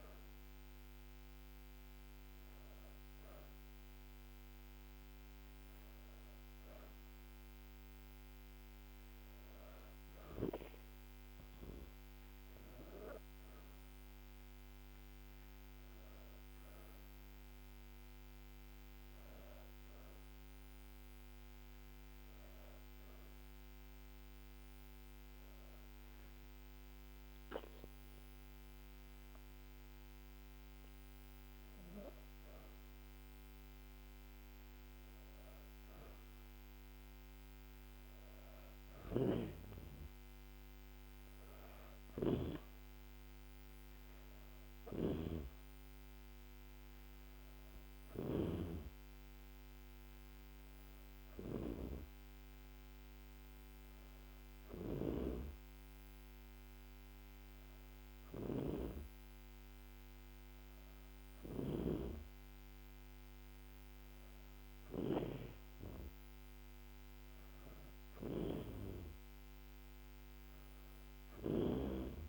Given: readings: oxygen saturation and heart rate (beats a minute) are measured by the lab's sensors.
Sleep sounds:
breathing in sleep by a microphone on the trachea; none
none scored
From the record:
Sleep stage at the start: N2 (light sleep); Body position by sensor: on the back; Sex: female

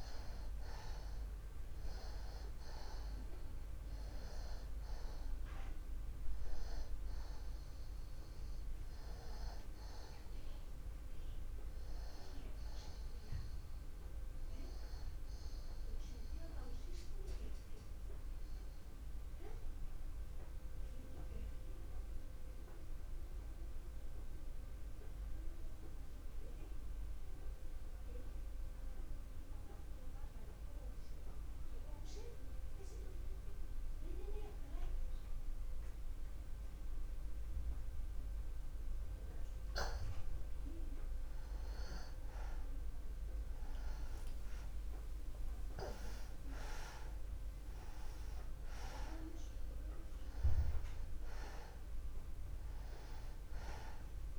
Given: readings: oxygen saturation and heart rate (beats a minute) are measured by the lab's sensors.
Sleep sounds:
breathing in sleep by a room microphone; 1
0.00-25.50 s: oxygen desaturation (device-marked, oxygen 86% lowest, heart rate 36 extreme)
17.50-40.50 s: mixed apnea (oxygen 95% before, 87% lowest)
42.50-46.00 s: arousal
43.50-54.39 s: oxygen desaturation (device-marked, oxygen 97% before, 87% lowest)
From the record:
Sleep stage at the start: N2 (light sleep); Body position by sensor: on the back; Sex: male

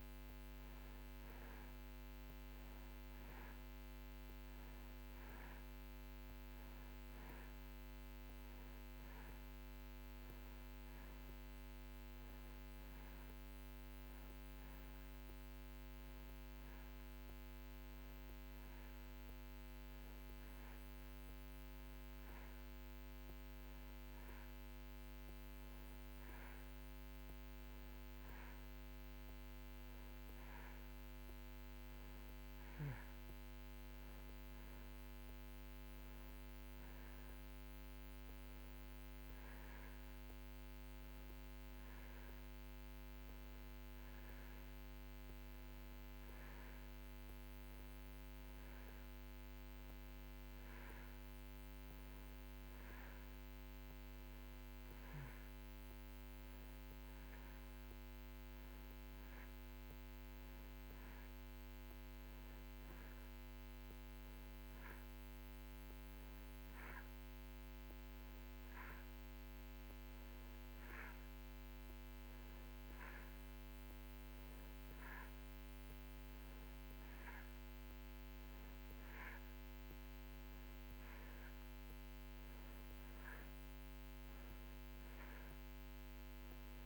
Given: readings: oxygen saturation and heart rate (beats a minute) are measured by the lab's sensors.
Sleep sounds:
breathing in sleep, hard to hear, by a microphone on the trachea; none
none scored
From the record:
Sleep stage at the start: N2 (light sleep); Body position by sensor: on the back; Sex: male

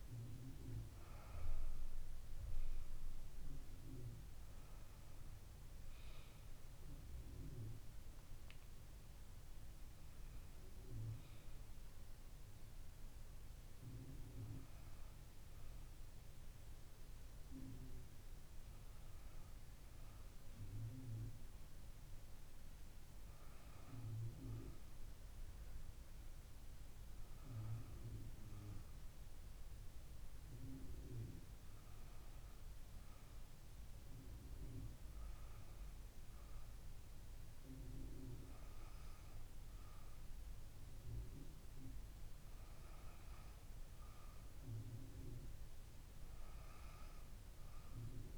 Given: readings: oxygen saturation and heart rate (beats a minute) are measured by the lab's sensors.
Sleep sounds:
breathing in sleep by a room microphone; none
2.00-6.00 s: arousal
From the record:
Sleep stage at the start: N2 (light sleep); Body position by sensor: on the back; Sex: female

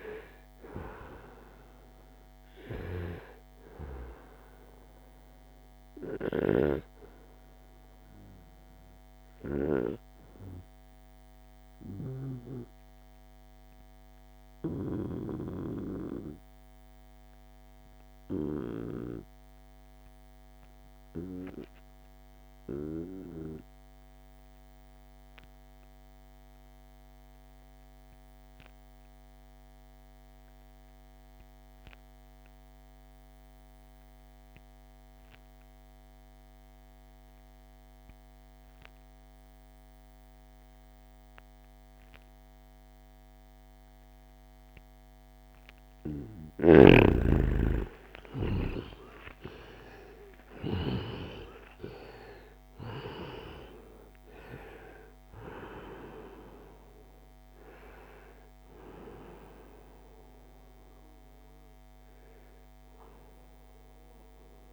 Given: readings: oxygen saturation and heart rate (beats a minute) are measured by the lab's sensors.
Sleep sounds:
breathing in sleep by a microphone on the trachea; 1
0.00-14.50 s: oxygen desaturation (device-marked, oxygen 90% lowest, heart rate 63 extreme)
5.50-9.00 s: snoring (device-marked)
12.00-45.50 s: obstructive apnea (oxygen 96% before, 88% lowest, heart rate 76 before, 62 extreme, up 18 after)
37.50-60.50 s: oxygen desaturation (device-marked, oxygen 95% before, 88% lowest, heart rate 66 before, 62 extreme)
46.50-51.50 s: arousal
From the record:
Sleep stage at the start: N2 (light sleep); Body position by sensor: on the right side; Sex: male

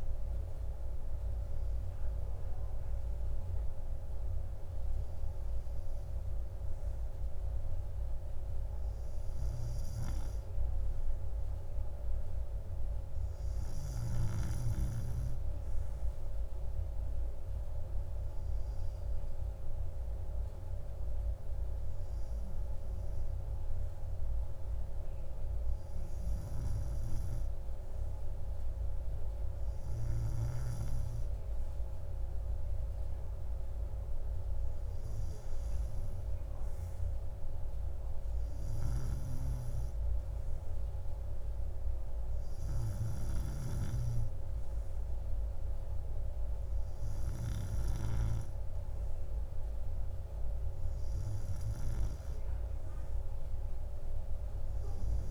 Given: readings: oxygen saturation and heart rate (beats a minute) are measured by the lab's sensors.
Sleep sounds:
breathing in sleep, hard to hear, by a room microphone; none
none scored
From the record:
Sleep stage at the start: REM sleep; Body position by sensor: on the right side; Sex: male

